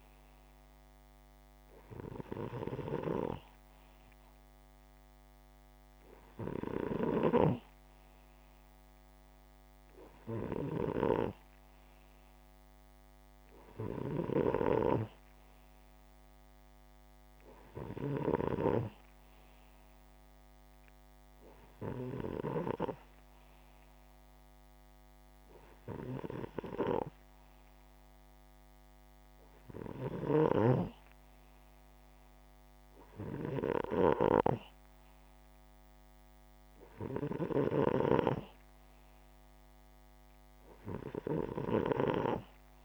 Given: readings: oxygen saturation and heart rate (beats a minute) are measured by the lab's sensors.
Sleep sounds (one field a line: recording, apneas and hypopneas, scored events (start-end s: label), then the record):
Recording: breathing in sleep by a microphone on the trachea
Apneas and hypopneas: none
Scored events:
none scored
From the record:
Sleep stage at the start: N2 (light sleep)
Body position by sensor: upright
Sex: male